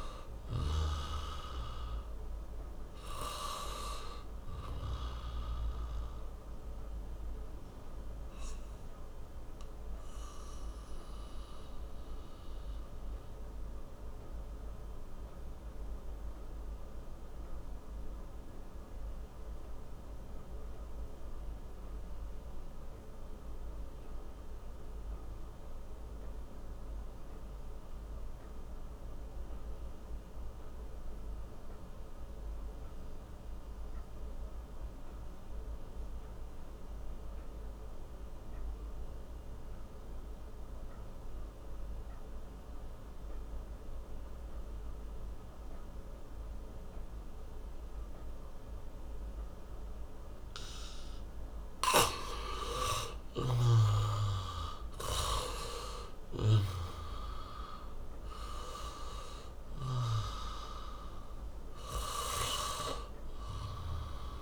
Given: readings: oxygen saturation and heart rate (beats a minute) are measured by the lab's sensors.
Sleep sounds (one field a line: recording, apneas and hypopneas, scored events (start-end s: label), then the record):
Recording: breathing in sleep by a room microphone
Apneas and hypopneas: 1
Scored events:
0.00-26.00 s: oxygen desaturation (device-marked, oxygen 83% lowest)
6.50-51.00 s: mixed apnea (oxygen 96% before, 83% lowest)
45.00-64.42 s: oxygen desaturation (device-marked, oxygen 97% before, 85% lowest)
52.50-57.00 s: arousal
From the record:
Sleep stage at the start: N2 (light sleep)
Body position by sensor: on the back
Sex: male